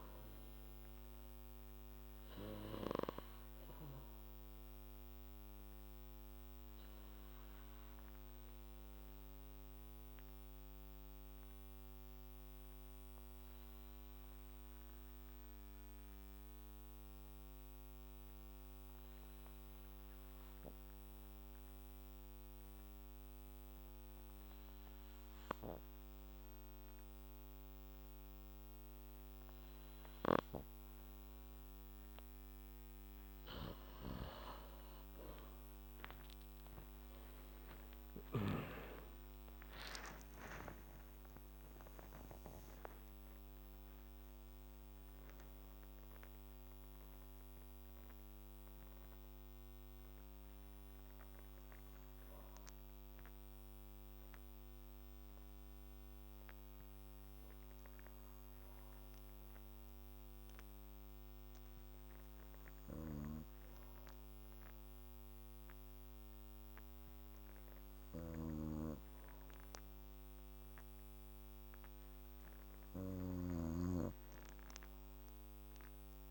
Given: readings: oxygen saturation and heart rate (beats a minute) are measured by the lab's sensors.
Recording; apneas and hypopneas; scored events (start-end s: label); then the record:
breathing in sleep by a microphone on the trachea; 1
1.00-33.00 s: obstructive apnea (oxygen 97% before, 85% lowest, heart rate 55 before, 51 extreme, up 24 after)
1.50-24.50 s: oxygen desaturation (device-marked, oxygen 97% before, 85% lowest, heart rate 55 before, 51 extreme)
30.50-68.50 s: oxygen desaturation (device-marked, oxygen 97% before, 86% lowest, heart rate 54 before, 57 extreme)
38.00-44.00 s: arousal
40.50-42.50 s: long interval between heartbeats (device-marked, heart rate 58 before, 78 extreme)
63.00-76.31 s: snoring (device-marked)
From the record:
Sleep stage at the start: N2 (light sleep); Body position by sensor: on the back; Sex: male